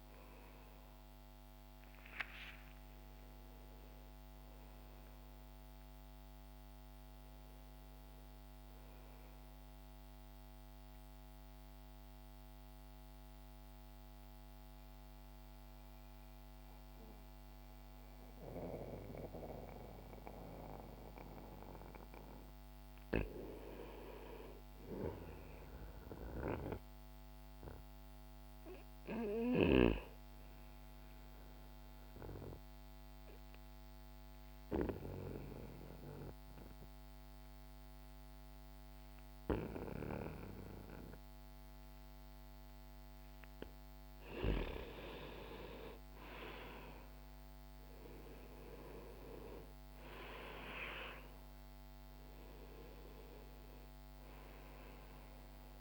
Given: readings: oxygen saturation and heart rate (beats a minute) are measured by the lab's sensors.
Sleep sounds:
breathing in sleep by a microphone on the trachea; 2
0.00-20.50 s: oxygen desaturation (device-marked, oxygen 86% lowest, heart rate 39 extreme)
1.00-5.00 s: arousal
9.50-21.00 s: central apnea (oxygen 95% before, 86% lowest, heart rate 53 before, 61 extreme, up 0 after)
31.50-42.50 s: obstructive apnea (oxygen 97% before, 87% lowest, heart rate 66 before, 54 extreme, up 5 after)
36.50-55.81 s: oxygen desaturation (device-marked, oxygen 97% before, 87% lowest, heart rate 65 before, 32 extreme)
44.50-48.50 s: arousal
From the record:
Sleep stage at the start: N2 (light sleep); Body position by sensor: on the back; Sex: male

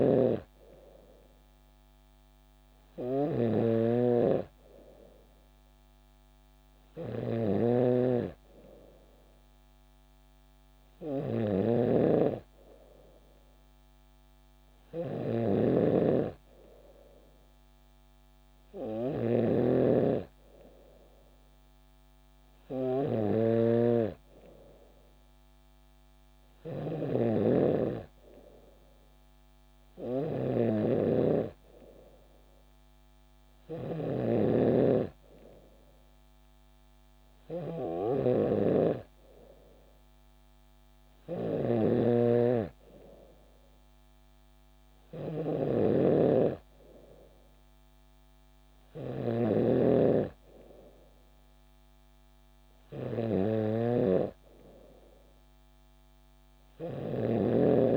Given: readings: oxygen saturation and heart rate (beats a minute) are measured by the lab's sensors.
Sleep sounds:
breathing in sleep by a microphone on the trachea; none
0.00-57.97 s: snoring (device-marked)
From the record:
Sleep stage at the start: N3 (deep sleep); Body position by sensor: on the back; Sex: female

